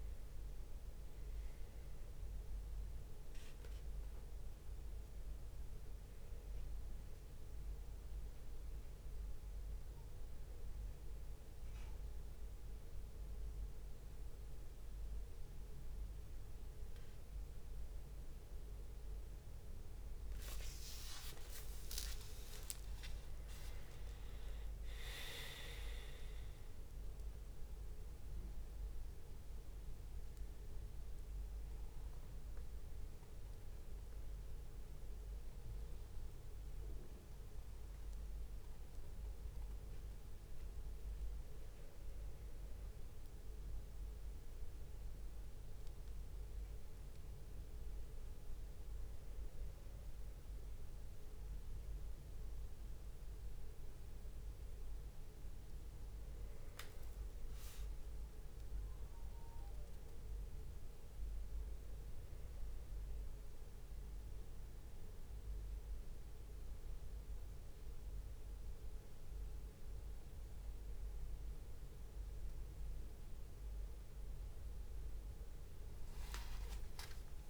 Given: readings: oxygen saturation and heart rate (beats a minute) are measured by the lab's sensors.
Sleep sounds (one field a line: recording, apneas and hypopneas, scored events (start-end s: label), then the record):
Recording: breathing in sleep, hard to hear, by a room microphone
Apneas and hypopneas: none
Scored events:
0.00-3.00 s: leg movement (device-marked)
11.00-20.50 s: leg movement (device-marked)
19.00 s: drop in pulse transit time (device-marked)
22.00-27.00 s: arousal
22.00-31.00 s: leg movement (device-marked)
23.00-25.00 s: long interval between heartbeats (device-marked, heart rate 64 before, 71 extreme)
24.00-42.00 s: drop in pulse transit time (device-marked, heart rate 65 before, 61 extreme)
59.00-67.00 s: leg movement (device-marked)
63.00-68.00 s: drop in pulse transit time (device-marked, heart rate 64 before, 67 extreme)
70.00-77.50 s: leg movement (device-marked)
71.00-77.50 s: new sleep stage, N2 (light sleep)
From the record:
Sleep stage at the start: N1 (lightest sleep)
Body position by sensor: on the back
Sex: male